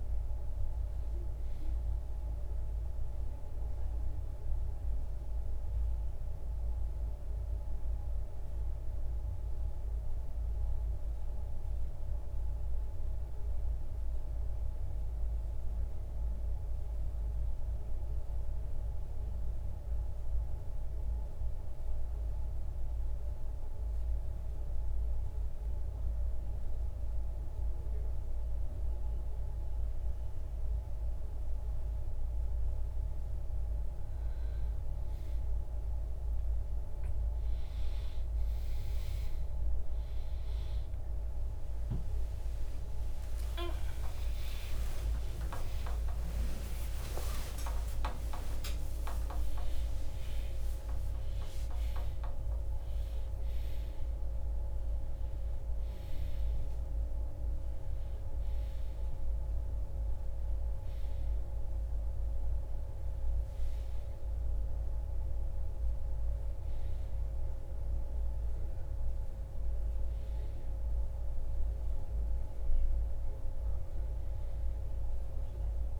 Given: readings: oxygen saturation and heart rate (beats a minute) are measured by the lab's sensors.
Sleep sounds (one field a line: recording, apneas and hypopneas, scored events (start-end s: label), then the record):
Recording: breathing in sleep by a room microphone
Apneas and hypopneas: 1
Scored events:
4.50-24.50 s: oxygen desaturation (device-marked, oxygen 98% before, 92% lowest, heart rate 63 before, 57 extreme)
4.50-33.00 s: mixed apnea (oxygen 98% before, 84% lowest, heart rate 63 before, 57 extreme, up 10 after)
41.50-76.00 s: oxygen desaturation (device-marked, oxygen 96% before, 84% lowest, heart rate 64 before, 62 extreme)
42.00-48.50 s: arousal
From the record:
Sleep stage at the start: REM sleep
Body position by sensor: on the back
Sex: male